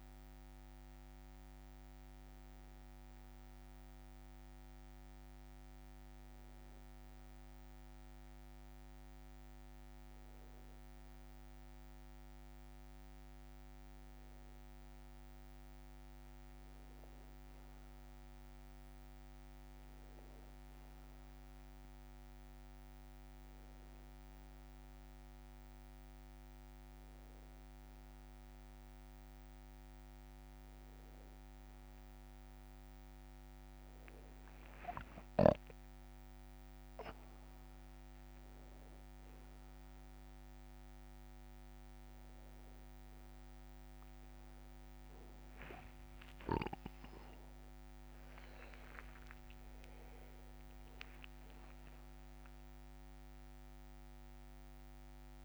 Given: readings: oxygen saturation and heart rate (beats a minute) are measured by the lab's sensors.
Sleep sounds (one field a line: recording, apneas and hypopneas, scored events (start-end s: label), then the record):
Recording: a person partly awake in a sleep study, hard to hear, by a microphone on the trachea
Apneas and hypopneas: none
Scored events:
14.50-55.45 s: new sleep stage, N1 (lightest sleep)
45.50-49.50 s: arousal
47.00-49.00 s: long interval between heartbeats (device-marked, heart rate 63 before, 63 extreme)
From the record:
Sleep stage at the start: awake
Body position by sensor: on the back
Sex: male